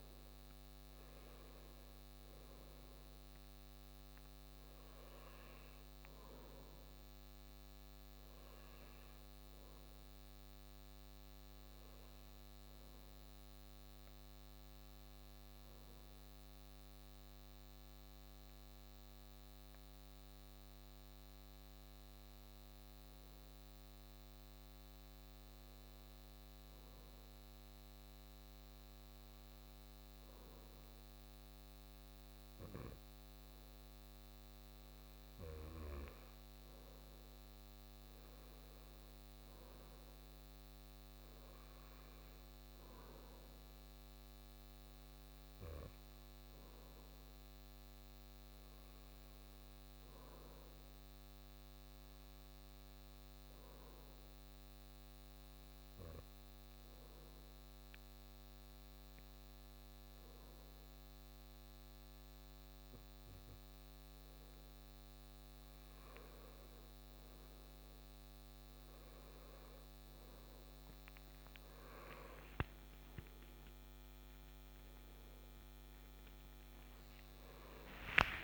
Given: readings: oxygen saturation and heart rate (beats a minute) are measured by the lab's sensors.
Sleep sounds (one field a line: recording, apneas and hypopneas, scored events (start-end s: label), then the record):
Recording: breathing in sleep, hard to hear, by a microphone on the trachea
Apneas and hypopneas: 2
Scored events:
15.00-33.50 s: hypopnea (oxygen 98% before, 95% lowest)
36.50-42.00 s: arousal
50.00-63.00 s: hypopnea (oxygen 98% before, 95% lowest)
61.00-78.44 s: new sleep stage, awake
From the record:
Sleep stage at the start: N2 (light sleep)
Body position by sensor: on the back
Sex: male